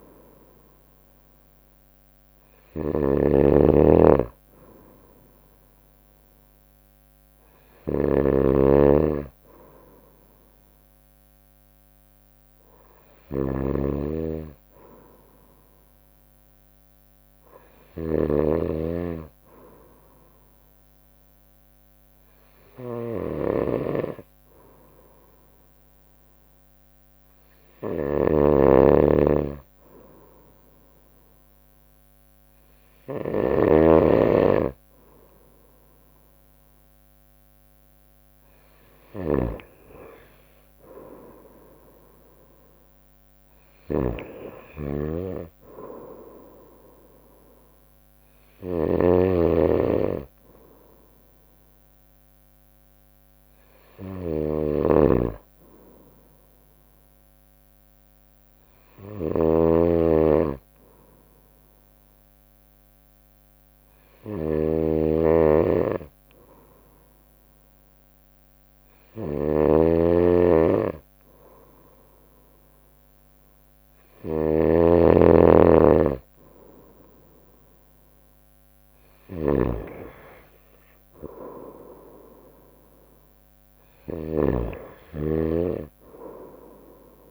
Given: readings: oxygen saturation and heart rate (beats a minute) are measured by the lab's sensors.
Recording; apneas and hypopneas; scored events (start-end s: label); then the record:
breathing in sleep by a microphone on the trachea; 2
0.00-87.31 s: snoring (device-marked)
3.50-10.50 s: bradycardia (device-marked, heart rate 62 before, 58 extreme)
13.00-16.50 s: arousal
21.00-36.50 s: hypopnea (oxygen 96% before, 94% lowest, heart rate 60 before, 57 extreme)
41.00-44.00 s: arousal
48.50-56.50 s: bradycardia (device-marked, heart rate 62 before, 57 extreme)
60.50-75.00 s: obstructive apnea (oxygen 96% before, 94% lowest, heart rate 60 before, 60 extreme, up 2 after)
78.50-82.00 s: arousal
From the record:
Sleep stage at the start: N2 (light sleep); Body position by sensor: on the right side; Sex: female